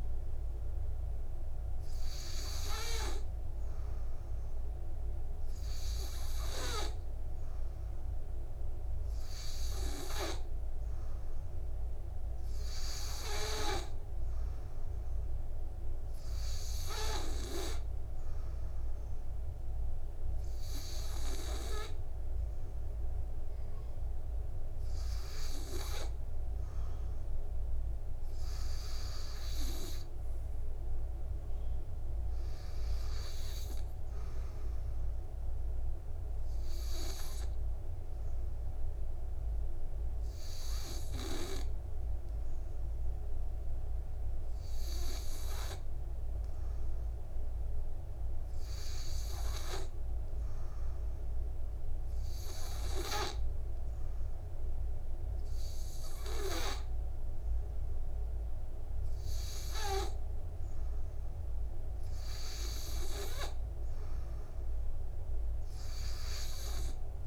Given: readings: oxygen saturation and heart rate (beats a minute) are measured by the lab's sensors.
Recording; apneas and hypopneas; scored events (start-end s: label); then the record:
breathing in sleep by a room microphone; none
none scored
From the record:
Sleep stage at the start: N2 (light sleep); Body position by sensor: on the back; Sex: male